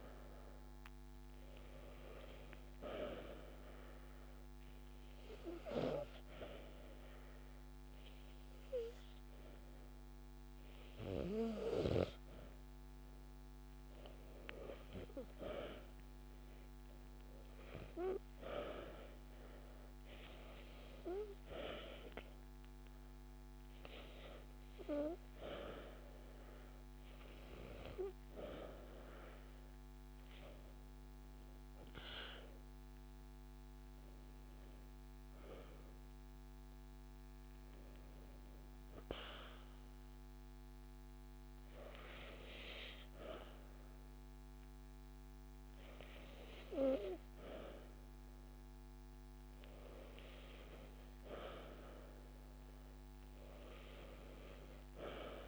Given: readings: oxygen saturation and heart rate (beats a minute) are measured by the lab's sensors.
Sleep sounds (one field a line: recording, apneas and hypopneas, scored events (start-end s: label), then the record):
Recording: breathing in sleep by a microphone on the trachea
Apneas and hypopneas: none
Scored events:
28.00-30.00 s: long interval between heartbeats (device-marked)
From the record:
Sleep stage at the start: N2 (light sleep)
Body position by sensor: on the back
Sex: female